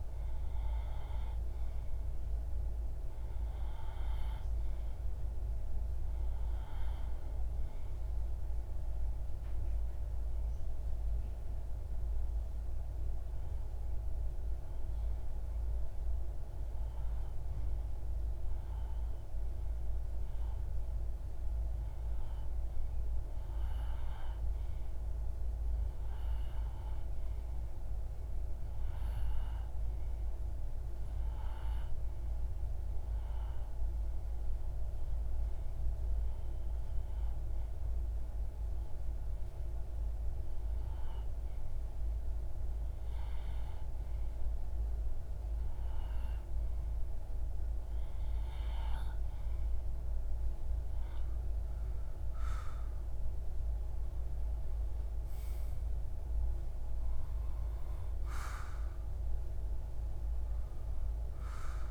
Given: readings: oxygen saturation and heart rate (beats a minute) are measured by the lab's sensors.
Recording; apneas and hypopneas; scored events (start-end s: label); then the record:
breathing in sleep, hard to hear, by a room microphone; 1
8.50-47.50 s: hypopnea (oxygen 97% before, 91% lowest)
49.50-53.50 s: arousal
From the record:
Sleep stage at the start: REM sleep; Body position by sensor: on the back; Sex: male